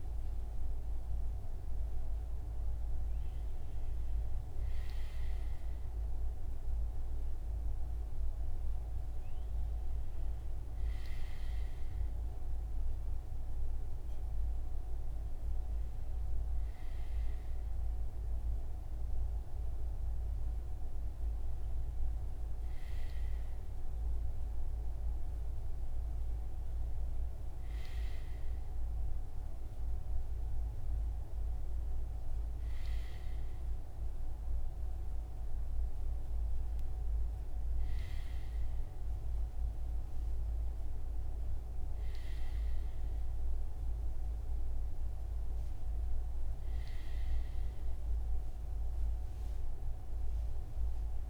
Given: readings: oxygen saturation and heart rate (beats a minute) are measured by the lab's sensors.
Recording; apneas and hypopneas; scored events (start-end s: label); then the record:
breathing in sleep, hard to hear, by a room microphone; none
none scored
From the record:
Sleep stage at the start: REM sleep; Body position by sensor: on the front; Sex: male